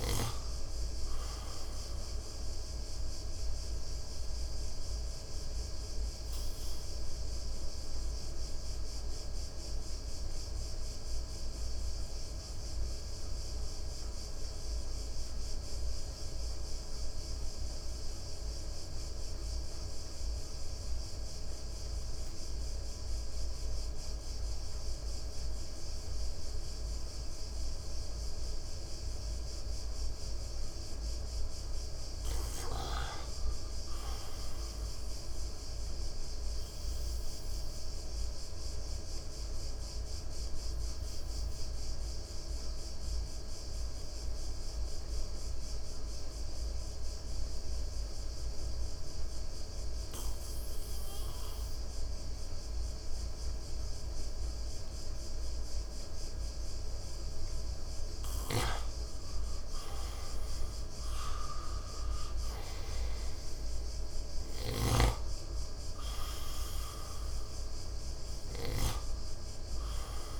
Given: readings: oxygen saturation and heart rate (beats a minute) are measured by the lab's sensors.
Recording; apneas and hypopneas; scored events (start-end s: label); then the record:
breathing in sleep, hard to hear, by a room microphone; 2
0.00-3.00 s: oxygen desaturation (device-marked, oxygen 96% before, 91% lowest, heart rate 59 before, 57 extreme)
3.00-32.00 s: obstructive apnea (oxygen 96% before, 89% lowest, heart rate 62 before, 57 extreme, up 4 after)
5.00-19.00 s: oxygen desaturation (device-marked, oxygen 93% before, 89% lowest, heart rate 62 before, 57 extreme)
32.50-35.00 s: arousal
33.00-57.00 s: oxygen desaturation (device-marked, oxygen 98% before, 90% lowest, heart rate 58 before, 57 extreme)
37.50-57.50 s: obstructive apnea (oxygen 99% before, 90% lowest, heart rate 58 before, 57 extreme, up 5 after)
60.50-64.50 s: arousal
67.00-70.40 s: oxygen desaturation (device-marked, oxygen 96% before, 90% lowest, heart rate 61 before, 55 extreme)
From the record:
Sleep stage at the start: N2 (light sleep); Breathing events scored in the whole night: 207 in 6.1 hours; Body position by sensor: on the right side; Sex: male